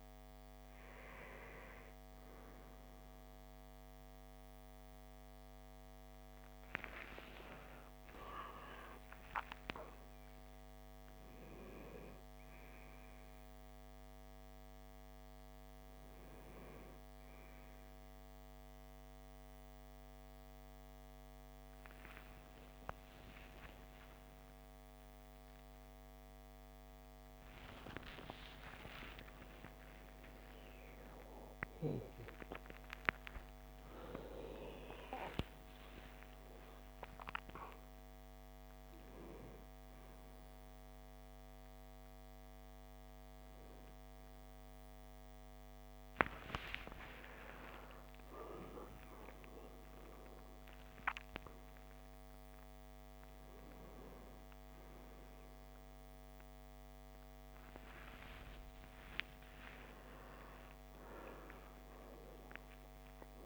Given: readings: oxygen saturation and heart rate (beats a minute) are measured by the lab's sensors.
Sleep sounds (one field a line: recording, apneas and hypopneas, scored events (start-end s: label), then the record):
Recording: a person awake in a sleep study, by a microphone on the trachea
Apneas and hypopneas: none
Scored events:
none scored
From the record:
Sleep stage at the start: awake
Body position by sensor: on the right side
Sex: male